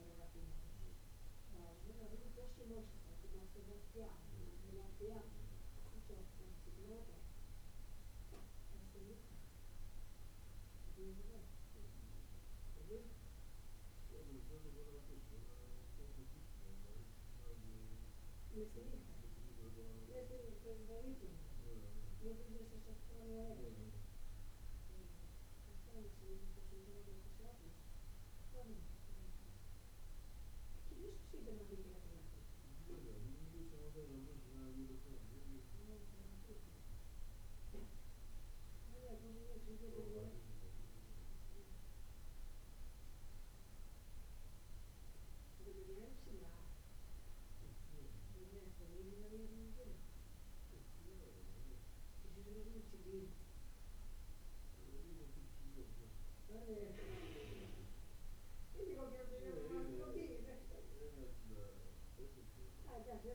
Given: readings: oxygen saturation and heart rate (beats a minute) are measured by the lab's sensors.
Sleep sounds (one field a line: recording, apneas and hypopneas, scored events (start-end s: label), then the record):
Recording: breathing in sleep by a room microphone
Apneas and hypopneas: none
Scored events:
none scored
From the record:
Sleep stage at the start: N1 (lightest sleep)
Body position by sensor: on the back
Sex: male